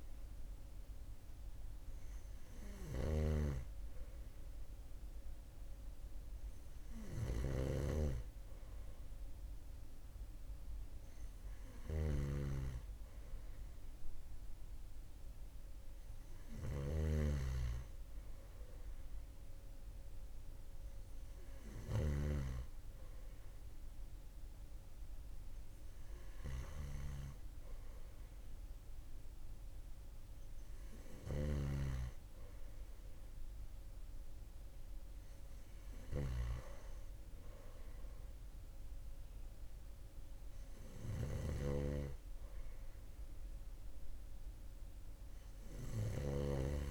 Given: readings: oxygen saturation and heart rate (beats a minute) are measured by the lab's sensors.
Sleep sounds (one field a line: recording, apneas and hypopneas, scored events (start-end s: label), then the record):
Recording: breathing in sleep by a room microphone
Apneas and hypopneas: none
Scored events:
2.00-21.50 s: snoring (device-marked)
From the record:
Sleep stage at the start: N2 (light sleep)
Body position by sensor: on the right side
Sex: male